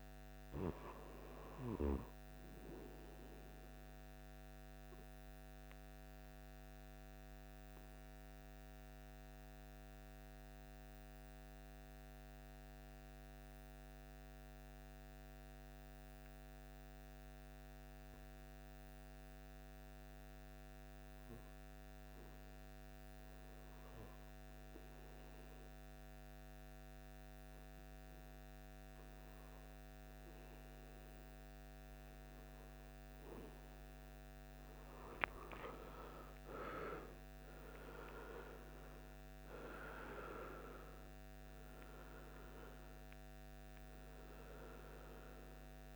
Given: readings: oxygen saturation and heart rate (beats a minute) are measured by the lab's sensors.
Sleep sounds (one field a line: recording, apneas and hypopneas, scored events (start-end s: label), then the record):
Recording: breathing in sleep by a microphone on the trachea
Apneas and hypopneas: 1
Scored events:
0.00-1.50 s: arousal
5.00-29.50 s: hypopnea (oxygen 98% before, 88% lowest, heart rate 54 before, 53 extreme, up 18 after)
21.00-45.96 s: oxygen desaturation (device-marked, oxygen 96% before, 88% lowest, heart rate 55 before, 60 extreme)
33.00-37.00 s: arousal
From the record:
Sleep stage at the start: REM sleep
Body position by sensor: on the right side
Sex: male